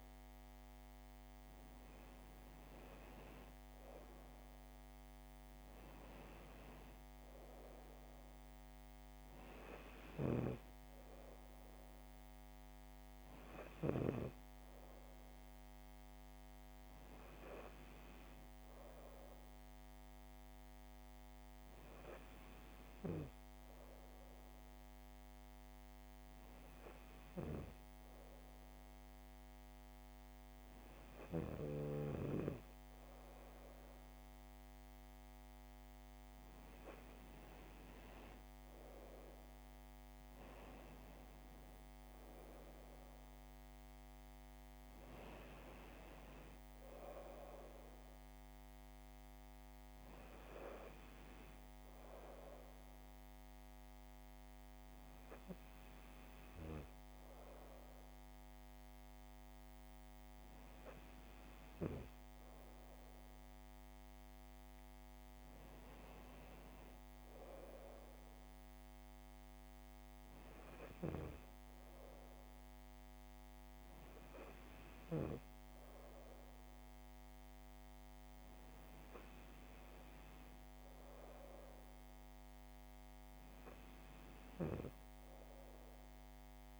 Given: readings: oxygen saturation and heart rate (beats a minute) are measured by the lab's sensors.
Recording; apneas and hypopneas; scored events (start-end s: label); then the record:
breathing in sleep by a microphone on the trachea; none
none scored
From the record:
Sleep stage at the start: N2 (light sleep); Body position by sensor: on the back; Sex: female